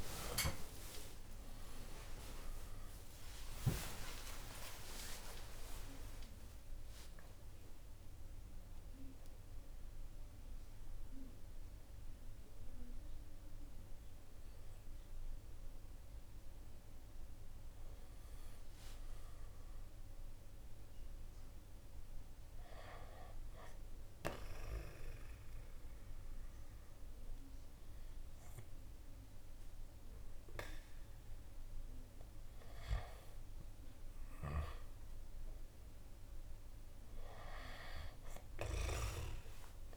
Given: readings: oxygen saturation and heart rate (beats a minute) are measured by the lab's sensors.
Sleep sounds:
a person awake in a sleep study, by a room microphone; none
1.50-26.50 s: oxygen desaturation (device-marked, oxygen 97% before, 88% lowest, heart rate 64 before, 63 extreme)
2.50-32.50 s: new sleep stage, awake
3.50-17.50 s: drop in pulse transit time (device-marked, heart rate 68 before, 74 extreme)
32.50-39.97 s: new sleep stage, N2 (light sleep)
From the record:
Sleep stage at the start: N2 (light sleep); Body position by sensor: on the back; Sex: male

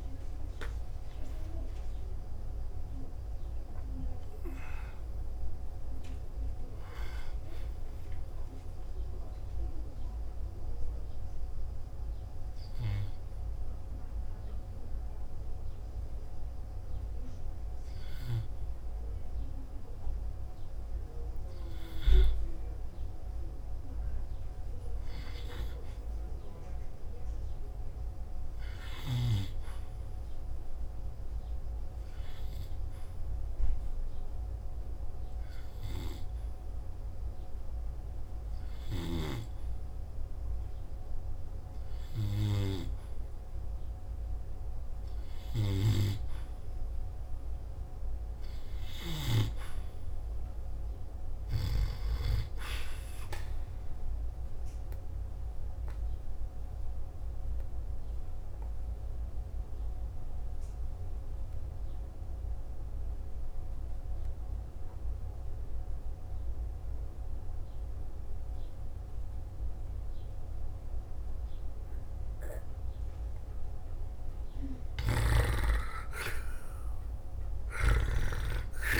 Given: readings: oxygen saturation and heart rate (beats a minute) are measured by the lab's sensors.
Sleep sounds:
breathing in sleep by a room microphone; 2
0.00-27.50 s: oxygen desaturation (device-marked, oxygen 83% lowest, heart rate 57 extreme)
9.50-47.00 s: hypopnea (oxygen 97% before, 83% lowest, heart rate 61 before, 57 extreme, up 2 after)
42.50-78.50 s: oxygen desaturation (device-marked, oxygen 97% before, 90% lowest, heart rate 59 before, 55 extreme)
49.50-52.50 s: arousal
55.00-74.50 s: obstructive apnea (oxygen 99% before, 87% lowest, heart rate 58 before, 55 extreme, up 1 after)
75.00-78.50 s: snoring (device-marked)
From the record:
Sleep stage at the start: N2 (light sleep); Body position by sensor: on the back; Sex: male

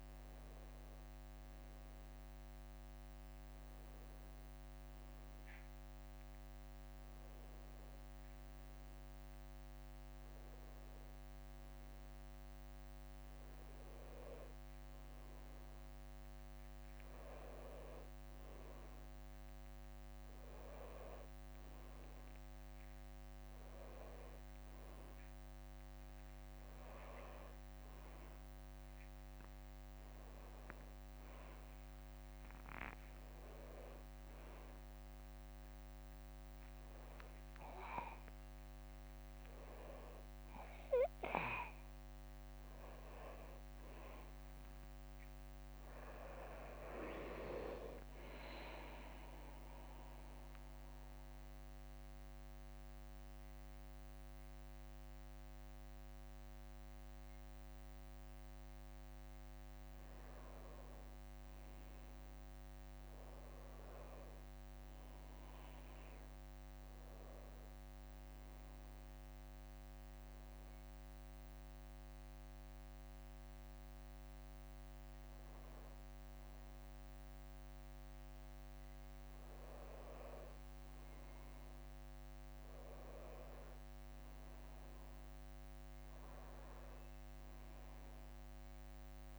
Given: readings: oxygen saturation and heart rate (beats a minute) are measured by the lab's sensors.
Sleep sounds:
breathing in sleep by a microphone on the trachea; none
30.50-32.50 s: leg movement (device-marked)
31.50-41.50 s: drop in pulse transit time (device-marked, heart rate 62 before, 64 extreme)
33.00-38.50 s: arousal
40.00-44.00 s: leg movement (device-marked)
40.50-43.50 s: tachycardia (device-marked, heart rate 61 before, 100 extreme)
41.00-43.00 s: long interval between heartbeats (device-marked, heart rate 65 before, 96 extreme)
44.00-46.00 s: long interval between heartbeats (device-marked, heart rate 70 before, 109 extreme)
45.50-48.00 s: leg movement (device-marked)
45.50-48.50 s: oxygen desaturation (device-marked, oxygen 98% before, 94% lowest, heart rate 74 before, 60 extreme)
51.50-62.50 s: drop in pulse transit time (device-marked, heart rate 79 before, 61 extreme)
74.50-76.50 s: bradycardia (device-marked, heart rate 62 before, 60 extreme)
77.50-89.39 s: new sleep stage, N2 (light sleep)
From the record:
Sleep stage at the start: N1 (lightest sleep); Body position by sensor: on the back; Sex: male

